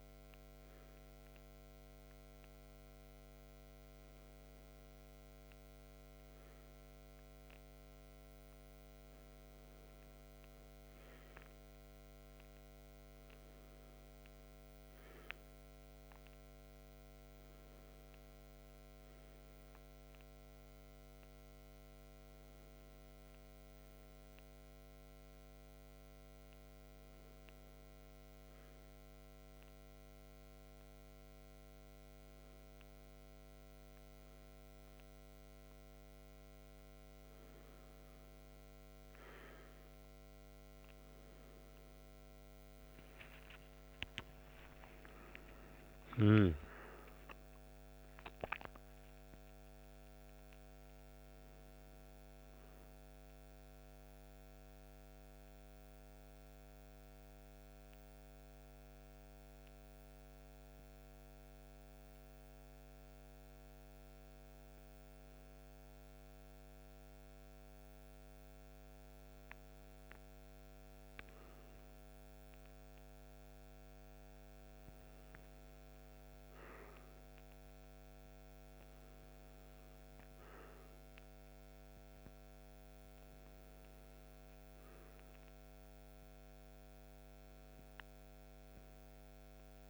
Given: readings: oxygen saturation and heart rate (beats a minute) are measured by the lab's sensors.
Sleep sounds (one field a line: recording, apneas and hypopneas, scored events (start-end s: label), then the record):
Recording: breathing in sleep, hard to hear, by a microphone on the trachea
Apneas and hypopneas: none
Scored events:
44.50-48.00 s: arousal
From the record:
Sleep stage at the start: N2 (light sleep)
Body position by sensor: on the left side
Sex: male